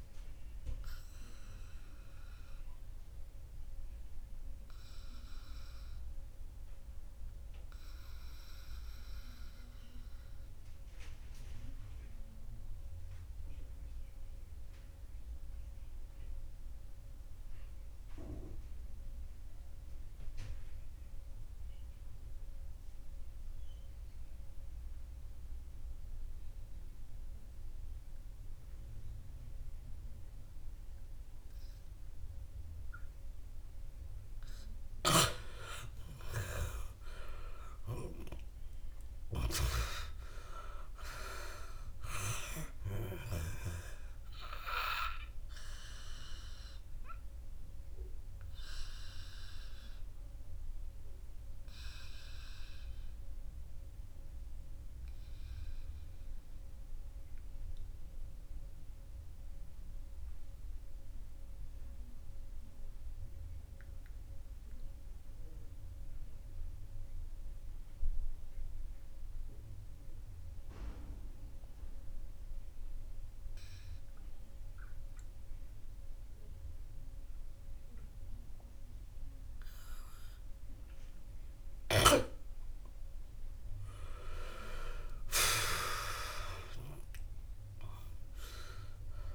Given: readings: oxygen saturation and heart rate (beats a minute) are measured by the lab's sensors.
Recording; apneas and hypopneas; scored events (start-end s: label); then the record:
breathing in sleep by a room microphone; 2
0.50-34.50 s: mixed apnea (oxygen 99% before, 83% lowest, heart rate 64 before, 53 extreme, up 30 after)
1.50-25.50 s: oxygen desaturation (device-marked, oxygen 98% before, 86% lowest, heart rate 65 before, 53 extreme)
35.50-40.00 s: arousal
45.50-66.50 s: oxygen desaturation (device-marked, oxygen 96% before, 83% lowest, heart rate 68 before, 49 extreme)
46.50-82.00 s: obstructive apnea (oxygen 99% before, 83% lowest, heart rate 69 before, 49 extreme, up 15 after)
83.50-88.00 s: arousal
85.50-89.35 s: oxygen desaturation (device-marked, oxygen 98% before, 86% lowest, heart rate 64 before, 52 extreme)
From the record:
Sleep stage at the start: N2 (light sleep); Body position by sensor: on the right side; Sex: male